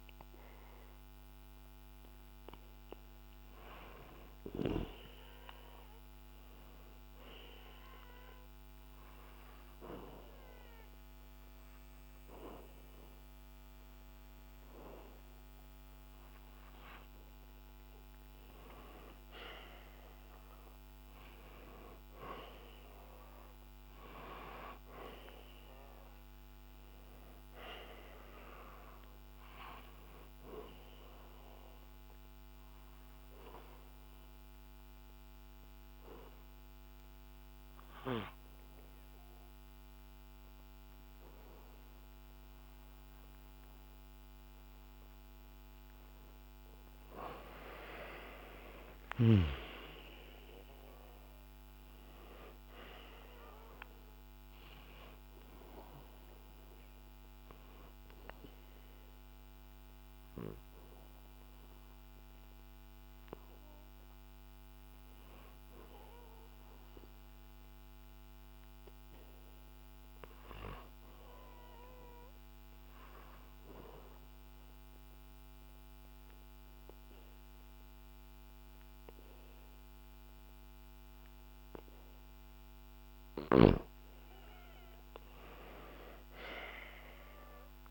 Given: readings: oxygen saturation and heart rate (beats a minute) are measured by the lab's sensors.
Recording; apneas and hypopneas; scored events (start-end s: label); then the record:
breathing in sleep by a microphone on the trachea; 3
0.00-2.50 s: arousal
7.50-18.50 s: obstructive apnea (oxygen 97% before, 92% lowest, heart rate 65 before, 60 extreme, up 1 after)
10.50-23.50 s: oxygen desaturation (device-marked, oxygen 97% before, 94% lowest, heart rate 65 before, 60 extreme)
21.00-27.00 s: arousal
33.00-46.50 s: obstructive apnea (oxygen 97% before, 92% lowest, heart rate 62 before, 61 extreme, up 0 after)
48.00-53.00 s: arousal
53.50-67.50 s: oxygen desaturation (device-marked, oxygen 96% before, 93% lowest, heart rate 65 before, 61 extreme)
67.50-82.50 s: obstructive apnea (oxygen 96% before, 91% lowest, heart rate 63 before, 61 extreme, up 1 after)
84.50-87.91 s: arousal
From the record:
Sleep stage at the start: N2 (light sleep); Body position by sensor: on the back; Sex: male